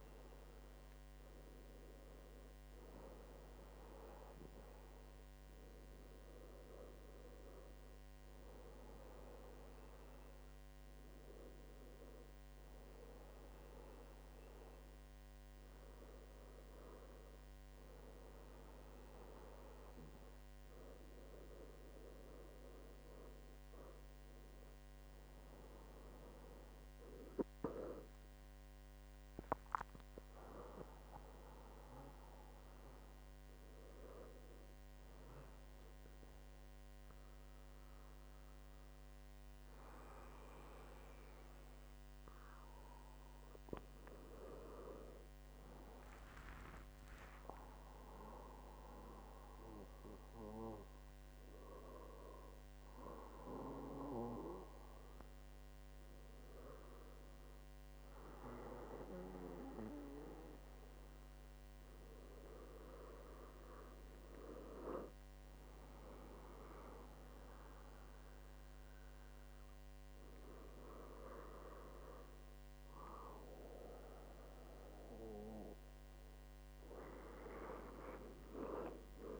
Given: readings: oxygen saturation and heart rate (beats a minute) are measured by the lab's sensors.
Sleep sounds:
breathing in sleep by a microphone on the trachea; none
44.00-47.50 s: arousal
From the record:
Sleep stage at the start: N1 (lightest sleep); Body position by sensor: on the back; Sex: male

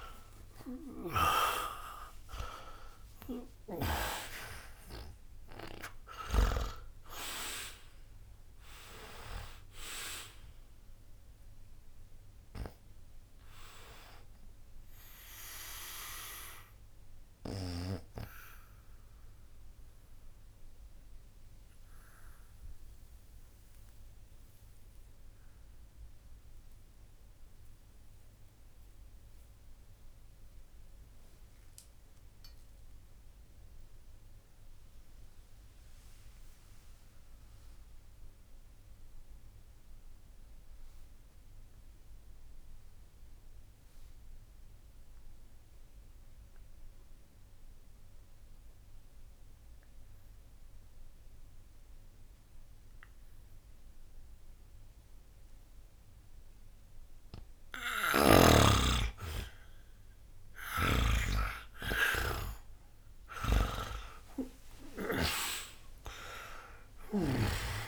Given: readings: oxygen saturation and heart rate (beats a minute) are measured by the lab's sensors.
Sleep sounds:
breathing in sleep by a room microphone; 1
0.00-37.00 s: oxygen desaturation (device-marked, oxygen 77% lowest, heart rate 61 extreme)
17.00-58.00 s: obstructive apnea (oxygen 97% before, 77% lowest, heart rate 91 before, 61 extreme, up 26 after)
55.00-67.88 s: oxygen desaturation (device-marked, oxygen 98% before, 79% lowest, heart rate 61 before, 60 extreme)
60.50-64.50 s: arousal
From the record:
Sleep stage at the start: N2 (light sleep); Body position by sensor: on the back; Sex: male

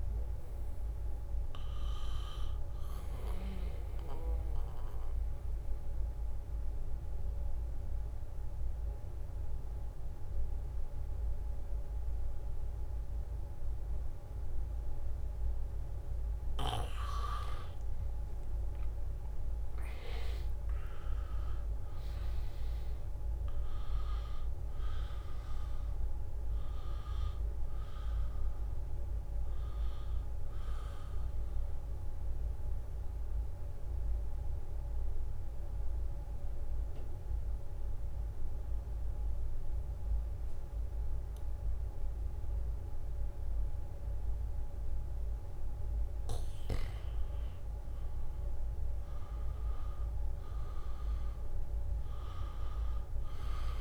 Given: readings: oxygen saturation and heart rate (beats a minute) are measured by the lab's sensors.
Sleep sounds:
breathing in sleep by a room microphone; 2
0.00-7.00 s: oxygen desaturation (device-marked, oxygen 85% lowest, heart rate 75 extreme)
3.00-17.00 s: obstructive apnea (oxygen 97% before, 85% lowest, heart rate 77 before, 75 extreme, up 0 after)
19.00-41.00 s: oxygen desaturation (device-marked, oxygen 97% before, 85% lowest, heart rate 80 before, 72 extreme)
19.50-23.50 s: arousal
32.00-45.50 s: mixed apnea (oxygen 97% before, 85% lowest, heart rate 78 before, 72 extreme, up 0 after)
50.00-53.50 s: arousal
From the record:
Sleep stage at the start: N2 (light sleep); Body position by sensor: on the back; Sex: male

